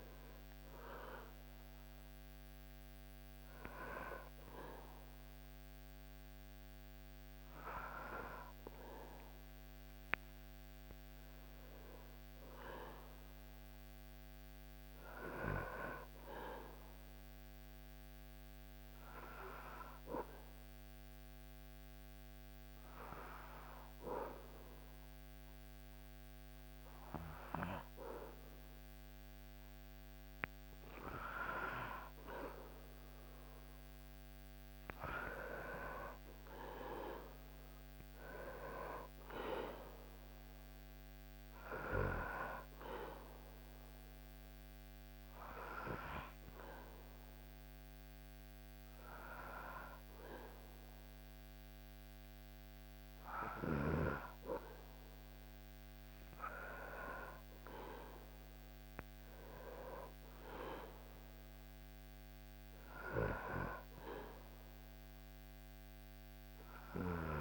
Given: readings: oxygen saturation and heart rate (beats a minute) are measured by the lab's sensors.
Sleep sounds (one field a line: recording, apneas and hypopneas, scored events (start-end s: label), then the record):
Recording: breathing in sleep by a microphone on the trachea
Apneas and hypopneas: 2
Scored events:
17.50-30.50 s: obstructive apnea (oxygen 98% before, 96% lowest, heart rate 71 before, 66 extreme, up 9 after)
33.50-37.50 s: arousal
44.00-54.50 s: hypopnea (oxygen 98% before, 96% lowest, heart rate 70 before, 64 extreme, up 12 after)
57.00-62.00 s: arousal
From the record:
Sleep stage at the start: N2 (light sleep)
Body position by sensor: on the back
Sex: male